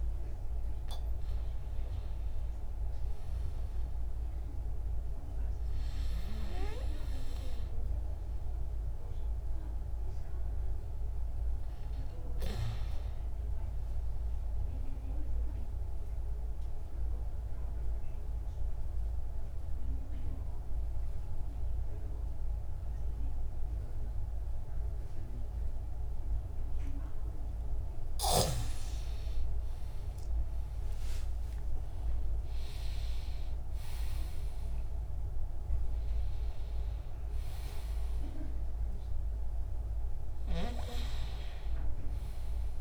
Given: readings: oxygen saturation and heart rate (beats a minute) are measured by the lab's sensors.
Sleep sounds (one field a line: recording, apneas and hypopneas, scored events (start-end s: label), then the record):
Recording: breathing in sleep by a room microphone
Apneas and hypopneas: 1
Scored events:
14.50-28.00 s: obstructive apnea (oxygen 99% before, 94% lowest)
29.00-34.00 s: arousal
From the record:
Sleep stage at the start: N2 (light sleep)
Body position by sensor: on the back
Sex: male